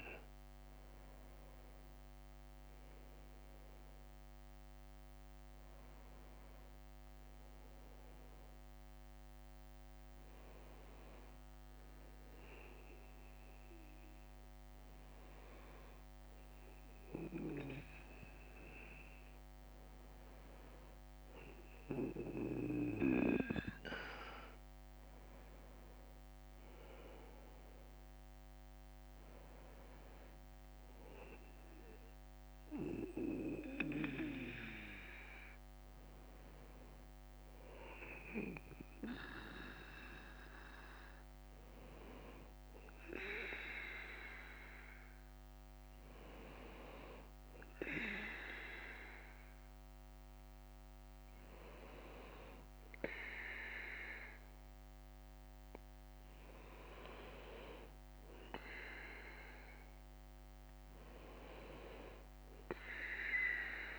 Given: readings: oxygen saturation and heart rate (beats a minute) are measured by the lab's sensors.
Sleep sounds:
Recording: breathing in sleep by a microphone on the trachea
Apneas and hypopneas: none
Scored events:
5.00-18.00 s: bradycardia (device-marked, heart rate 69 before, 58 extreme)
19.00-23.00 s: bradycardia (device-marked, heart rate 69 before, 59 extreme)
31.00-38.00 s: bradycardia (device-marked, heart rate 69 before, 57 extreme)
40.00-43.00 s: bradycardia (device-marked, heart rate 69 before, 59 extreme)
51.00-53.00 s: bradycardia (device-marked, heart rate 69 before, 60 extreme)
62.00-63.99 s: bradycardia (device-marked, heart rate 69 before, 56 extreme)
From the record:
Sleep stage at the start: N2 (light sleep)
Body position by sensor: on the back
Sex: male

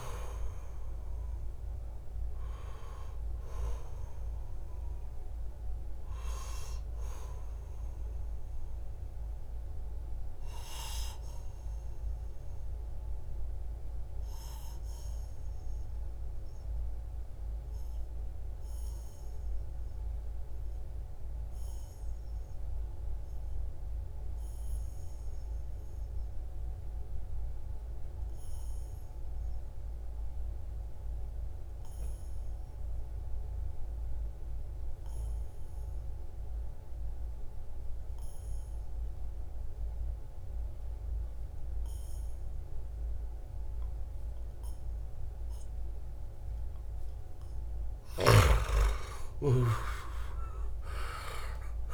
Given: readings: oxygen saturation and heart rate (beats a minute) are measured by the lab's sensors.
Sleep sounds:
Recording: breathing in sleep by a room microphone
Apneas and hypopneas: 1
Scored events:
0.00-21.50 s: oxygen desaturation (device-marked, oxygen 86% lowest, heart rate 63 extreme)
12.00-46.00 s: obstructive apnea (oxygen 94% before, 86% lowest, heart rate 79 before, 63 extreme, up 11 after)
39.50-51.94 s: oxygen desaturation (device-marked, oxygen 97% before, 86% lowest, heart rate 69 before, 64 extreme)
47.50-51.94 s: snoring (device-marked)
48.00-51.94 s: arousal
From the record:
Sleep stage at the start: N2 (light sleep)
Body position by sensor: on the back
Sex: male

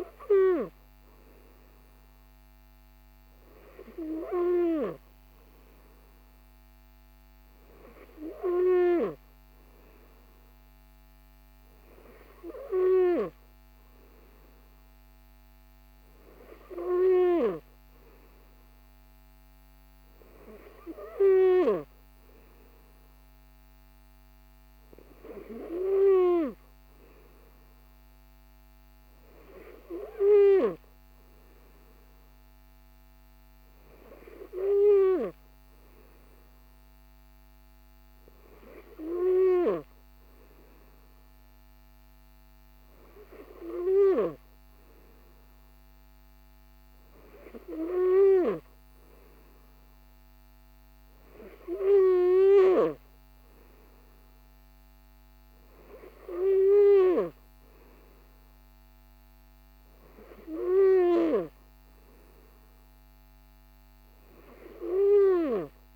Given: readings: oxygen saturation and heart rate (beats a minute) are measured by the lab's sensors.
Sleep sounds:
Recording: breathing in sleep by a microphone on the trachea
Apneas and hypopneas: none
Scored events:
none scored
From the record:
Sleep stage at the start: N3 (deep sleep)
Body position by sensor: on the right side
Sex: male

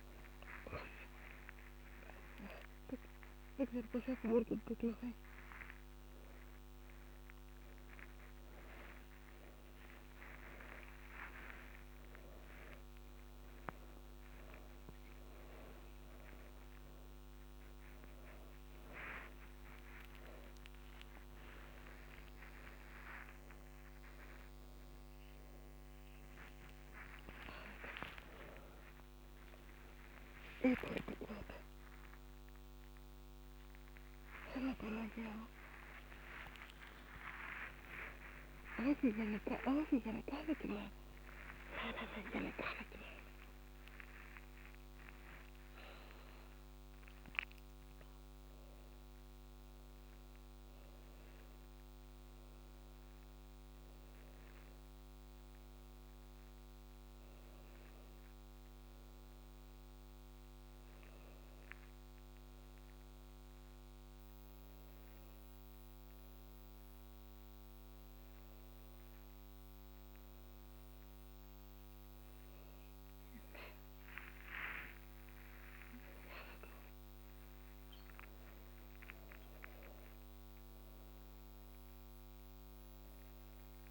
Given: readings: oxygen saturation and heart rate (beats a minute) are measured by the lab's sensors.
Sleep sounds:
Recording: a person partly awake in a sleep study, by a microphone on the trachea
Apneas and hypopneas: none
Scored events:
5.50-22.50 s: oxygen desaturation (device-marked, oxygen 99% before, 94% lowest, heart rate 130 before, 84 extreme)
35.50-83.91 s: new sleep stage, N1 (lightest sleep)
74.00-79.50 s: arousal
From the record:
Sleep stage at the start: awake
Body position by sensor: on the back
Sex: female

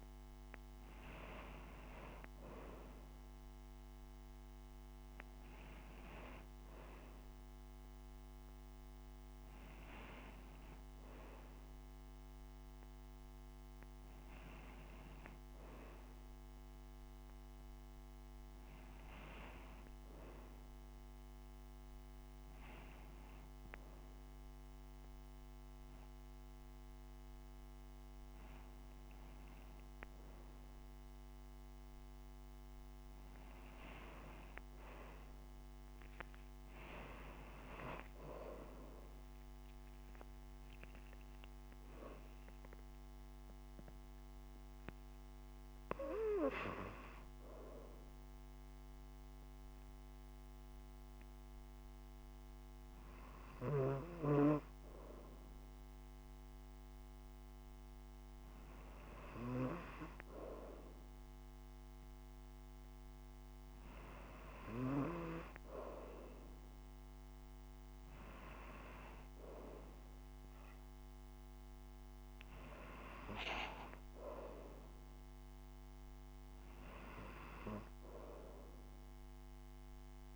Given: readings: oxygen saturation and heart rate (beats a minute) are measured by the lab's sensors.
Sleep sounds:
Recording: breathing in sleep by a microphone on the trachea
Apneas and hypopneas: none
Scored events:
none scored
From the record:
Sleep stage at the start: N2 (light sleep)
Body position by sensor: on the right side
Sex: female

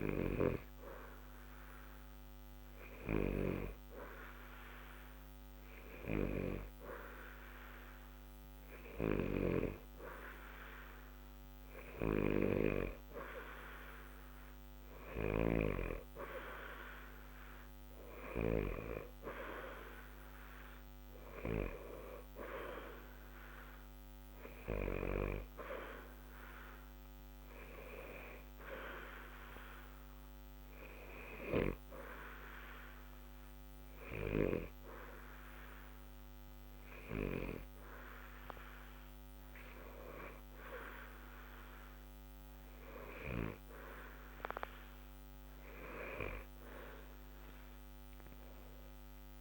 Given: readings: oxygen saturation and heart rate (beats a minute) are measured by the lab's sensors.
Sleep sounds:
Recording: breathing in sleep by a microphone on the trachea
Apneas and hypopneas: none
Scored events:
none scored
From the record:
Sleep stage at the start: N2 (light sleep)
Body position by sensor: on the back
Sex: male

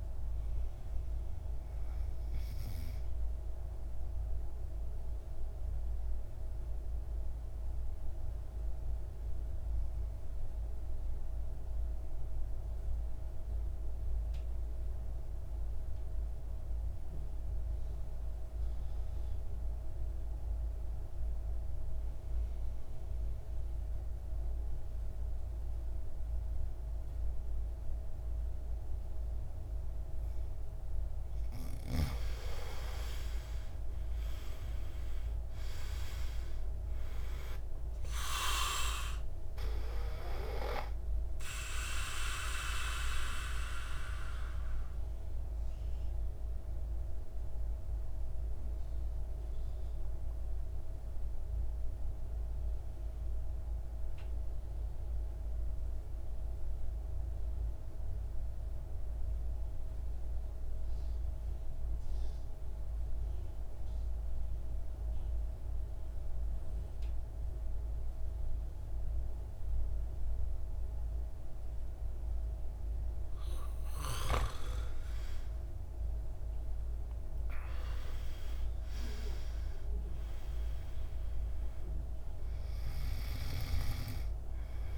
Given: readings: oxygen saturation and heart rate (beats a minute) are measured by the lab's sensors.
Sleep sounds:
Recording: breathing in sleep by a room microphone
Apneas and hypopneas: 2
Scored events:
0.00-17.00 s: oxygen desaturation (device-marked, oxygen 81% lowest, heart rate 50 extreme)
4.50-31.50 s: mixed apnea (oxygen 96% before, 78% lowest, heart rate 64 before, 50 extreme, up 17 after)
28.00-61.00 s: oxygen desaturation (device-marked, oxygen 99% before, 78% lowest, heart rate 55 before, 53 extreme)
33.00-37.50 s: arousal
43.50-74.00 s: mixed apnea (oxygen 99% before, 78% lowest, heart rate 61 before, 52 extreme, up 17 after)
72.00-84.98 s: oxygen desaturation (device-marked, oxygen 99% before, 79% lowest, heart rate 55 before, 52 extreme)
75.50-79.50 s: arousal
From the record:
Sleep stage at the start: N2 (light sleep)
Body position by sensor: on the back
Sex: male

